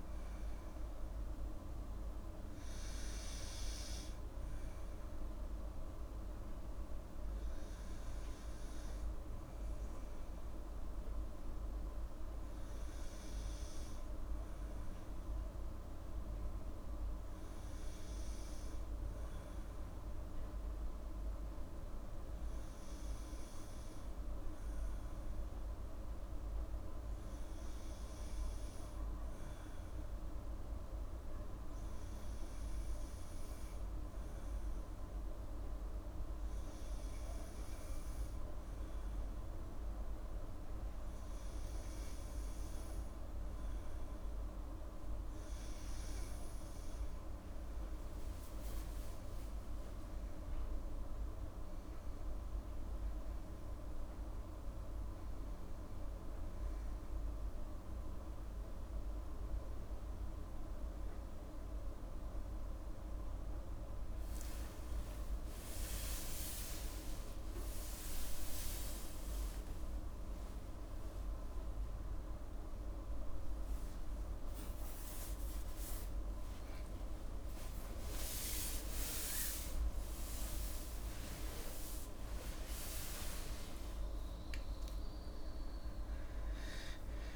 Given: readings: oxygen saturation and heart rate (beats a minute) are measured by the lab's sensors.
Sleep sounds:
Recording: a person partly awake in a sleep study, hard to hear, by a room microphone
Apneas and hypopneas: none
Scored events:
57.50-87.36 s: new sleep stage, awake
From the record:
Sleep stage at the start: N3 (deep sleep)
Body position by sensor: on the back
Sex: female

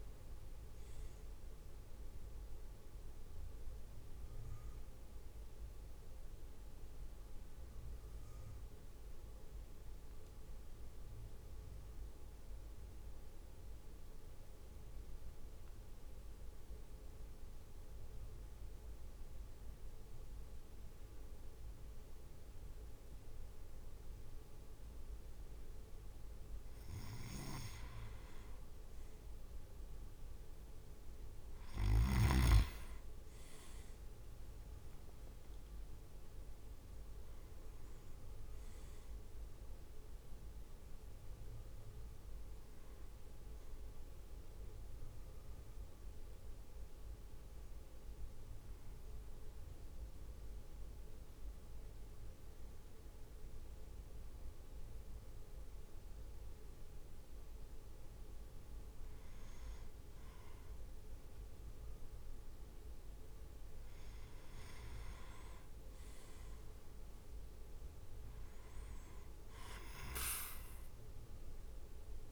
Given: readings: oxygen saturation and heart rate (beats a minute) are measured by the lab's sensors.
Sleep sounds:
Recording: breathing in sleep, hard to hear, by a room microphone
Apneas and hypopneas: 2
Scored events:
0.00-2.50 s: drop in pulse transit time (device-marked, heart rate 52 extreme)
14.50-27.50 s: central apnea (oxygen 98% before, 94% lowest, heart rate 56 before, 53 extreme, up 2 after)
33.00-34.50 s: leg movement (device-marked)
34.50-39.50 s: arousal
46.50-60.00 s: hypopnea (oxygen 100% before, 95% lowest, heart rate 57 before, 51 extreme, up 3 after)
64.00-69.00 s: arousal
65.50-67.00 s: leg movement (device-marked)
From the record:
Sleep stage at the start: N2 (light sleep)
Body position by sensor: on the back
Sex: male

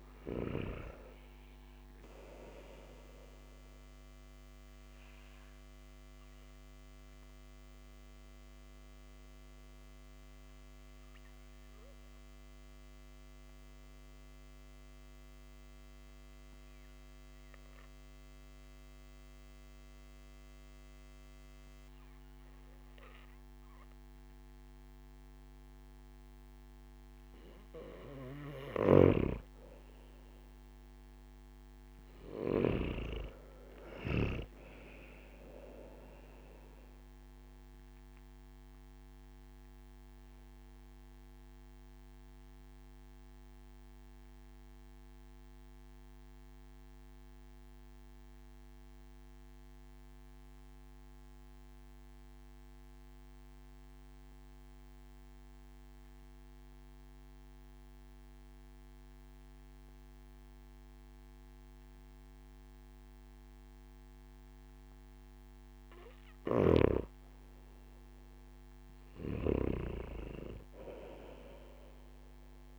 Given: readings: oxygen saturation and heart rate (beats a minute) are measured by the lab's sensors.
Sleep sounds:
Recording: breathing in sleep by a microphone on the trachea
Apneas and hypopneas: 2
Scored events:
6.00-27.50 s: obstructive apnea (oxygen 97% before, 93% lowest)
28.50-33.00 s: snoring (device-marked)
30.50-34.50 s: arousal
39.50-66.00 s: obstructive apnea (oxygen 97% before, 93% lowest)
69.00-72.50 s: arousal
From the record:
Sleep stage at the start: N2 (light sleep)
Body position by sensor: on the back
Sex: male

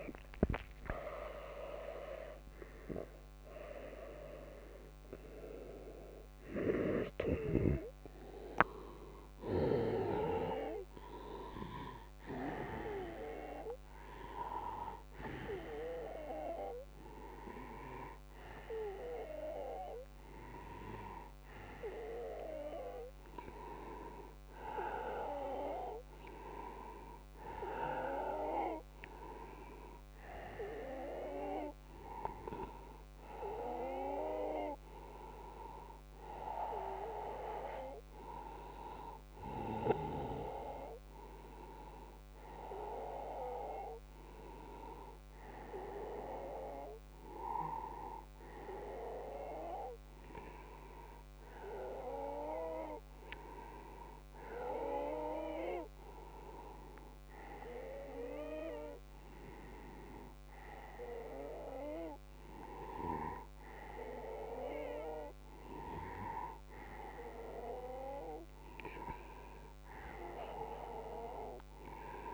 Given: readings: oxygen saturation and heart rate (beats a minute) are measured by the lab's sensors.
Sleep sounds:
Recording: a person partly awake in a sleep study, by a microphone on the trachea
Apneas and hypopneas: none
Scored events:
0.00-3.50 s: tachycardia (device-marked, heart rate 115 extreme)
0.00-8.50 s: oxygen desaturation (device-marked, oxygen 90% lowest, heart rate 78 extreme)
14.50-72.34 s: new sleep stage, N1 (lightest sleep)
16.50-23.50 s: oxygen desaturation (device-marked, oxygen 98% before, 90% lowest, heart rate 98 before, 78 extreme)
29.50-39.50 s: oxygen desaturation (device-marked, oxygen 95% before, 92% lowest, heart rate 84 before, 81 extreme)
From the record:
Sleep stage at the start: awake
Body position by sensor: on the right side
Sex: male

